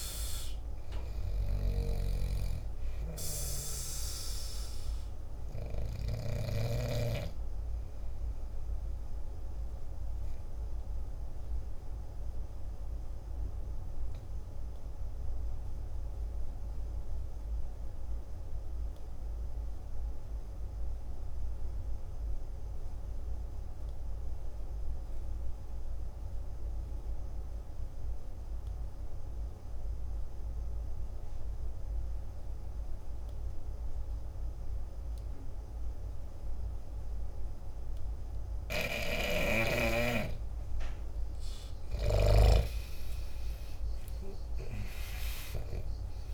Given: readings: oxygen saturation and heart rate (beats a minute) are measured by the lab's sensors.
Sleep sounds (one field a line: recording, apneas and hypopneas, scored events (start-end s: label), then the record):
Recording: breathing in sleep by a room microphone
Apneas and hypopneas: 1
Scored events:
0.00-17.50 s: oxygen desaturation (device-marked, oxygen 86% lowest, heart rate 48 extreme)
1.50-7.00 s: snoring (device-marked)
11.00-38.00 s: obstructive apnea (oxygen 98% before, 85% lowest, heart rate 55 before, 49 extreme, up 10 after)
32.50-46.34 s: oxygen desaturation (device-marked, oxygen 99% before, 85% lowest, heart rate 50 before, 48 extreme)
39.00-42.50 s: snoring (device-marked)
41.00-44.00 s: arousal
From the record:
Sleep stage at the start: N2 (light sleep)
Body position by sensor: on the back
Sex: male